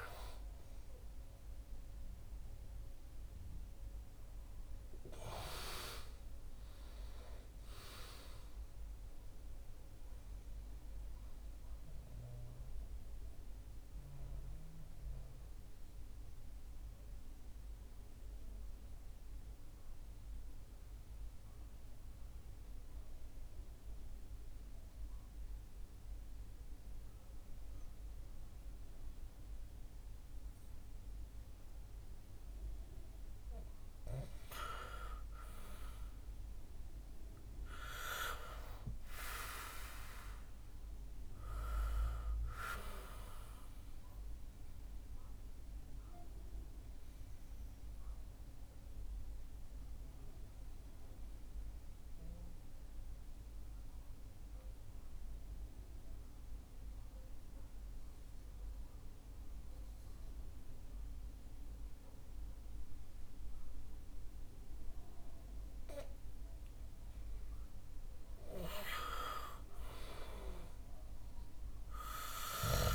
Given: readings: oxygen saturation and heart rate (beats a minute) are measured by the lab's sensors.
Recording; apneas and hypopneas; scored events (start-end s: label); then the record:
breathing in sleep by a room microphone; 2
0.00-28.00 s: oxygen desaturation (device-marked, oxygen 87% lowest, heart rate 61 extreme)
10.00-33.50 s: mixed apnea (oxygen 96% before, 87% lowest, heart rate 66 before, 61 extreme, up 3 after)
36.00-40.00 s: arousal
43.50-67.50 s: mixed apnea (oxygen 99% before, 93% lowest, heart rate 66 before, 61 extreme, up 4 after)
69.50-72.95 s: arousal
From the record:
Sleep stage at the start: N2 (light sleep); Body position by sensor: on the back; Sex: male